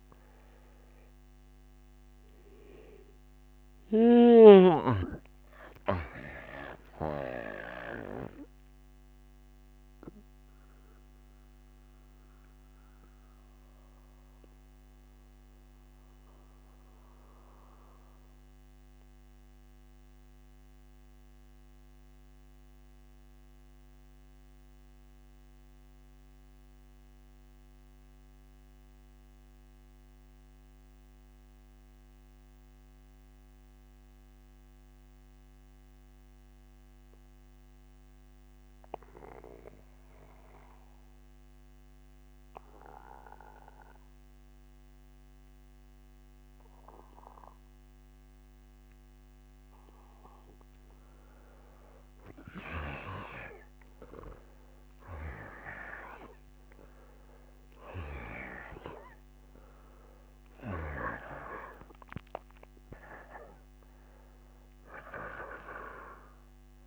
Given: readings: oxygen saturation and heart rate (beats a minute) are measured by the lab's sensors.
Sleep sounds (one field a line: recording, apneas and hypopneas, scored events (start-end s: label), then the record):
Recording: breathing in sleep by a microphone on the trachea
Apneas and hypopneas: 1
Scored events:
0.00-1.00 s: arousal
0.00-13.00 s: oxygen desaturation (device-marked, oxygen 85% lowest, heart rate 63 extreme)
8.00-49.00 s: mixed apnea (oxygen 95% before, 87% lowest, heart rate 77 before, 63 extreme, up 2 after)
35.00-66.87 s: oxygen desaturation (device-marked, oxygen 97% before, 87% lowest, heart rate 64 before, 61 extreme)
51.00-55.00 s: arousal
From the record:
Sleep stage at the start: N2 (light sleep)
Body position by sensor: on the back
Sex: male